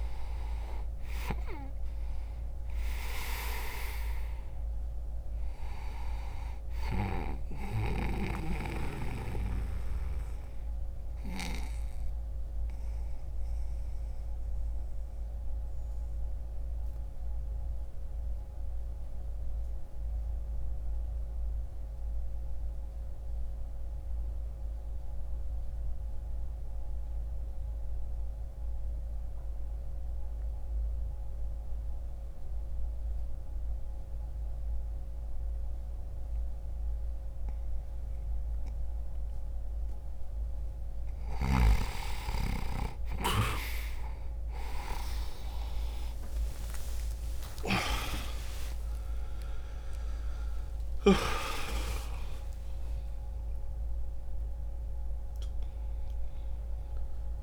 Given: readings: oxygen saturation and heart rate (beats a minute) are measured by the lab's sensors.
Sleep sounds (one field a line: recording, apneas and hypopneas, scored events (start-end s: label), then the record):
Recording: breathing in sleep by a room microphone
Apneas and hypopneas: 1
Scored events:
13.50-39.50 s: obstructive apnea (oxygen 98% before, 88% lowest)
26.50-33.50 s: oxygen desaturation (device-marked, oxygen 95% before, 88% lowest)
45.50-57.43 s: new sleep stage, awake
From the record:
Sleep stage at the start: N2 (light sleep)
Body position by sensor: on the back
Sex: male